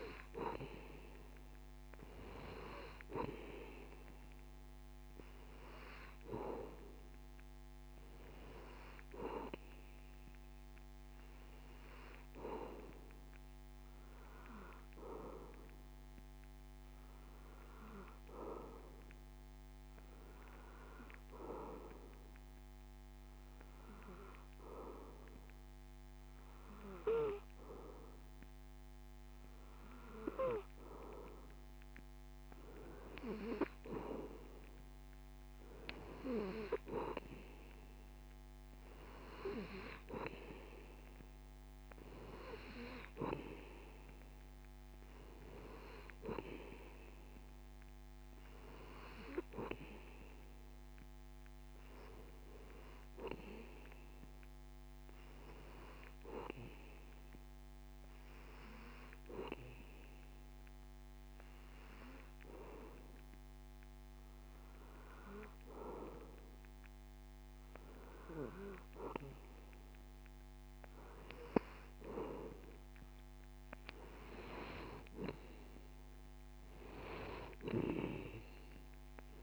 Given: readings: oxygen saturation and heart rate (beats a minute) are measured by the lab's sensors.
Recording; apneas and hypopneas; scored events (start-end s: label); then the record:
breathing in sleep by a microphone on the trachea; none
0.00-11.50 s: oxygen desaturation (device-marked, oxygen 92% lowest)
From the record:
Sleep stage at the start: N2 (light sleep); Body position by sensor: on the back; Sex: male